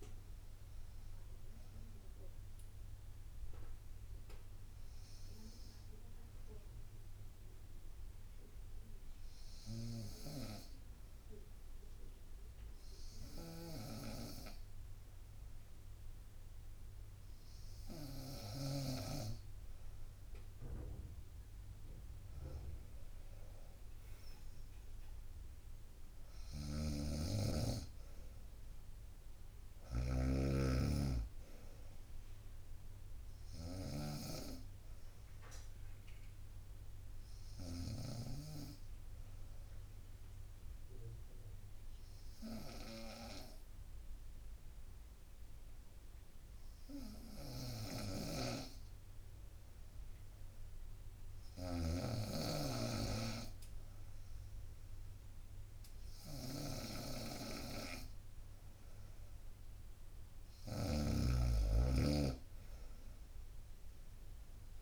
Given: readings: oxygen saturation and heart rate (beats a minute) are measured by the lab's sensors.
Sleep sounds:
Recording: breathing in sleep by a room microphone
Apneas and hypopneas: 2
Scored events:
2.50-19.50 s: hypopnea (oxygen 96% before, 92% lowest, heart rate 67 before, 64 extreme, up 1 after)
9.50-18.50 s: snoring (device-marked)
20.00-34.00 s: drop in pulse transit time (device-marked, heart rate 65 before, 64 extreme)
22.50-27.00 s: arousal
24.00-46.00 s: oxygen desaturation (device-marked, oxygen 98% before, 93% lowest, heart rate 66 before, 64 extreme)
26.50-38.00 s: snoring (device-marked)
37.00-60.50 s: hypopnea (oxygen 98% before, 92% lowest, heart rate 66 before, 64 extreme, up 3 after)
47.50-61.00 s: snoring (device-marked)
56.00-64.81 s: oxygen desaturation (device-marked, oxygen 96% before, 92% lowest, heart rate 65 before, 63 extreme)
63.00-64.81 s: arousal
From the record:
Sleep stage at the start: N2 (light sleep)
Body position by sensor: on the right side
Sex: female

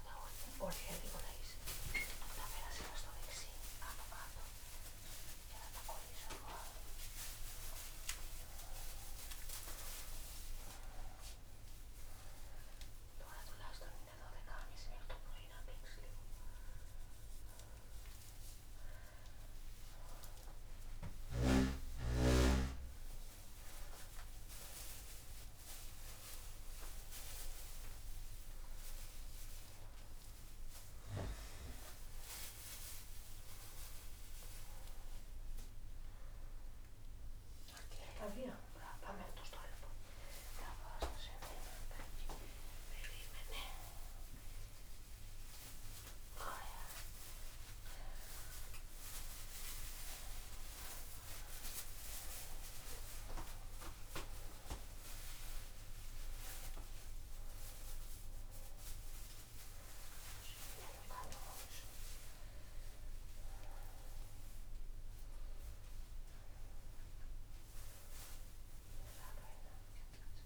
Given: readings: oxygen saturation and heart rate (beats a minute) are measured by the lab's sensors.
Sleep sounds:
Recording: a person awake in a sleep study, by a room microphone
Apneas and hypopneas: none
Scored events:
61.00-70.46 s: oxygen desaturation (device-marked, oxygen 99% before, 94% lowest, heart rate 135 before, 108 extreme)
From the record:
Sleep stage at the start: awake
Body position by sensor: upright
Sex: female

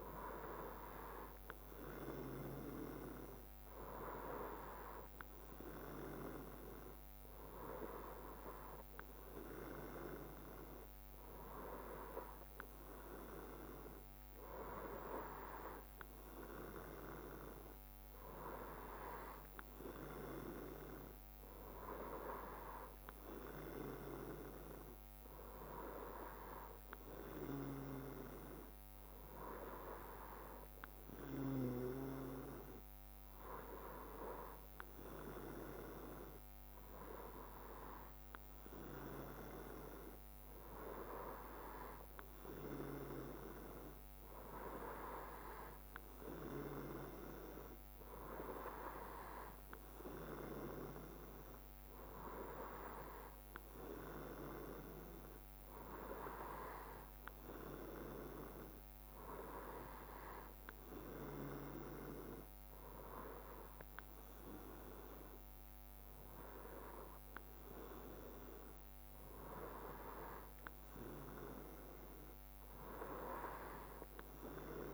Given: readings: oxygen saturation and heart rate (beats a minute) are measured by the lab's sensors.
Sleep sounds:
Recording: breathing in sleep by a microphone on the trachea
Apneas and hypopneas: none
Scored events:
26.00-74.94 s: new sleep stage, N3 (deep sleep)
From the record:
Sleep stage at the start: N2 (light sleep)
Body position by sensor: on the right side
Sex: male

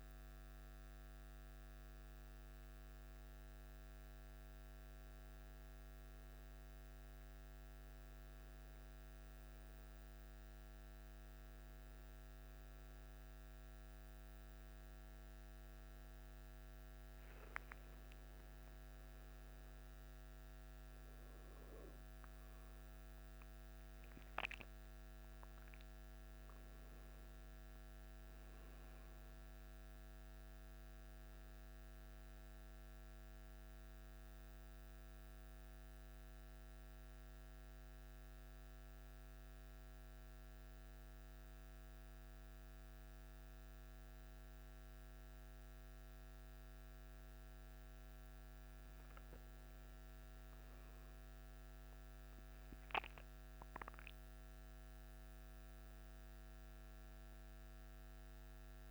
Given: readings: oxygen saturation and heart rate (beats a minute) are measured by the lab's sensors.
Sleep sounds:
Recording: a person awake in a sleep study, hard to hear, by a microphone on the trachea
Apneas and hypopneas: none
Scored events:
none scored
From the record:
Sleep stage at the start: awake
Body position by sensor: on the back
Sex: male

